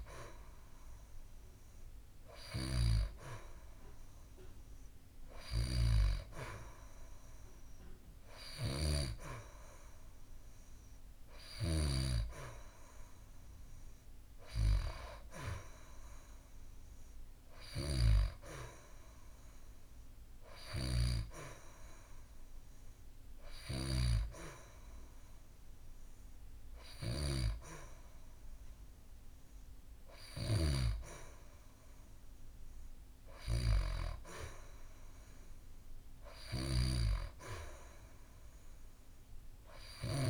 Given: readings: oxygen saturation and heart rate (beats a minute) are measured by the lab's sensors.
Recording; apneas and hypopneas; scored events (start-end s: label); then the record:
breathing in sleep by a room microphone; none
none scored
From the record:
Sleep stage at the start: N2 (light sleep); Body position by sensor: on the back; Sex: female